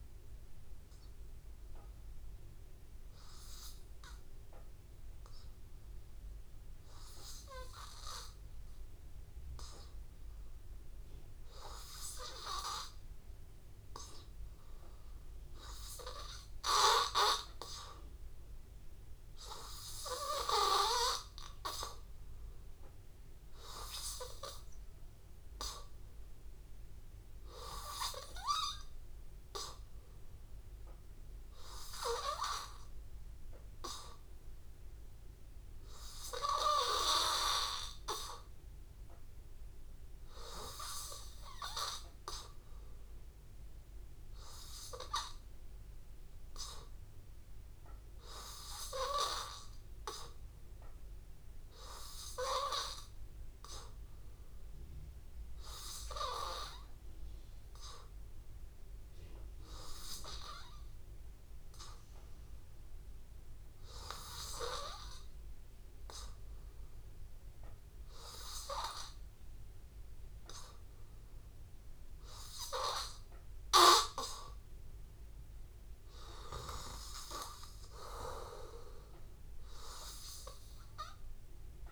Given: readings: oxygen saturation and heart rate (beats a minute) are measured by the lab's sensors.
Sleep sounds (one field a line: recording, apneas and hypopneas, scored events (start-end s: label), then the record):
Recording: breathing in sleep by a room microphone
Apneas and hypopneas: none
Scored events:
none scored
From the record:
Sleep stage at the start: N2 (light sleep)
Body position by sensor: on the back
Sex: male